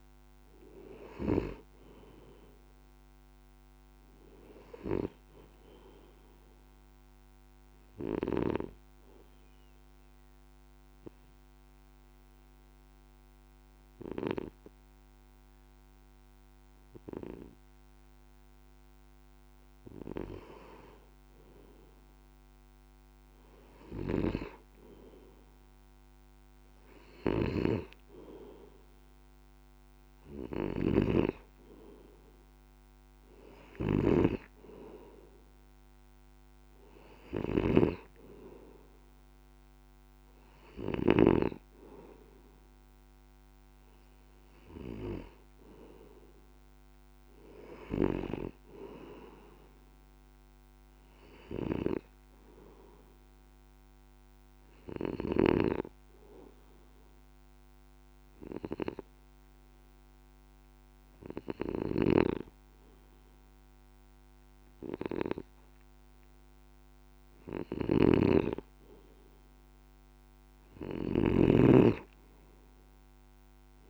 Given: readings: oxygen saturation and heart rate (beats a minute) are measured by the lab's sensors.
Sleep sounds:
breathing in sleep by a microphone on the trachea; 2
7.00-19.50 s: obstructive apnea (oxygen 95% before, 93% lowest)
21.00-25.00 s: arousal
27.00-41.00 s: snoring (device-marked)
54.50-68.00 s: obstructive apnea (oxygen 96% before, 93% lowest)
61.50-71.00 s: snoring (device-marked)
72.00-73.90 s: arousal
From the record:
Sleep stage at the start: N2 (light sleep); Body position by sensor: on the left side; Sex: male

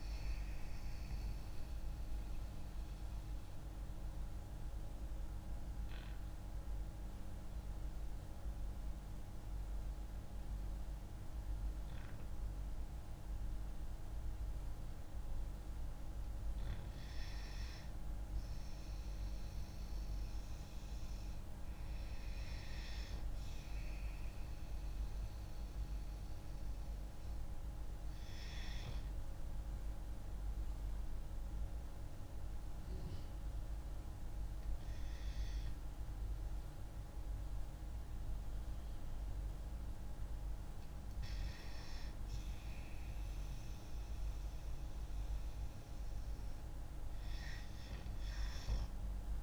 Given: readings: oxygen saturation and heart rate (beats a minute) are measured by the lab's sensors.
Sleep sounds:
breathing in sleep, hard to hear, by a room microphone; 2
0.00-15.00 s: oxygen desaturation (device-marked, oxygen 91% lowest)
2.00-15.50 s: obstructive apnea (oxygen 96% before, 91% lowest)
18.00-22.00 s: arousal
29.50-40.00 s: obstructive apnea (oxygen 97% before, 92% lowest)
34.00-49.00 s: oxygen desaturation (device-marked, oxygen 97% before, 93% lowest)
45.50-49.43 s: arousal
From the record:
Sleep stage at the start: REM sleep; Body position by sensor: on the back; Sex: female

